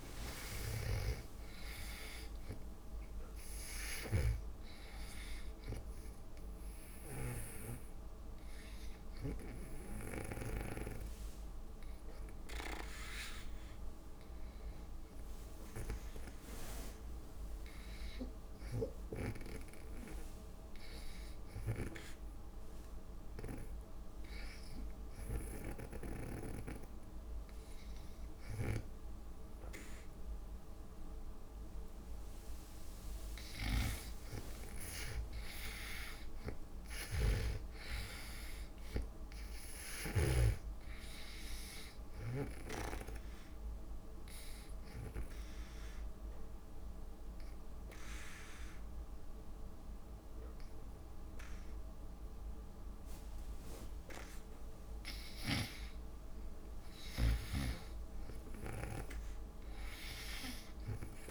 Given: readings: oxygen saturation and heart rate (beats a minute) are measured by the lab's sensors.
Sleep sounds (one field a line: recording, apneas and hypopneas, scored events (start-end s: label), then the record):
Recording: breathing in sleep by a room microphone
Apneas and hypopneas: 2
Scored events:
0.00-12.50 s: oxygen desaturation (device-marked, oxygen 81% lowest)
7.50-11.00 s: snoring (device-marked)
8.00-32.50 s: hypopnea (oxygen 92% before, 81% lowest)
30.50-61.31 s: new sleep stage, N1 (lightest sleep)
34.50-38.00 s: arousal
34.50-52.50 s: oxygen desaturation (device-marked, oxygen 97% before, 90% lowest)
37.50-41.00 s: snoring (device-marked)
44.50-55.50 s: obstructive apnea (oxygen 98% before, 87% lowest)
From the record:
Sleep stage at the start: N2 (light sleep)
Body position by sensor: on the back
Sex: female